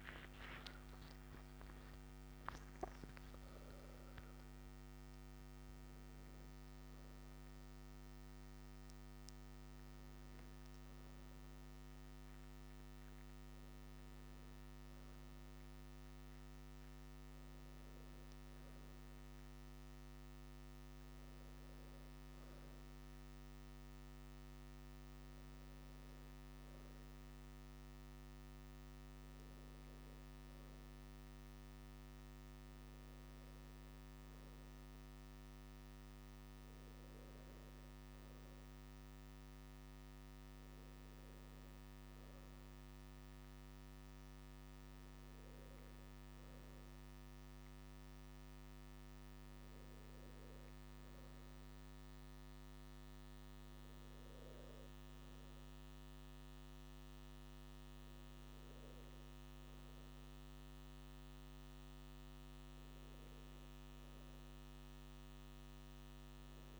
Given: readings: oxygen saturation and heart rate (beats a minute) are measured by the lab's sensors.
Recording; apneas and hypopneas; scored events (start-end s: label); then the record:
a person awake in a sleep study, hard to hear, by a microphone on the trachea; none
none scored
From the record:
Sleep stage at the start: awake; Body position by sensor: on the right side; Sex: male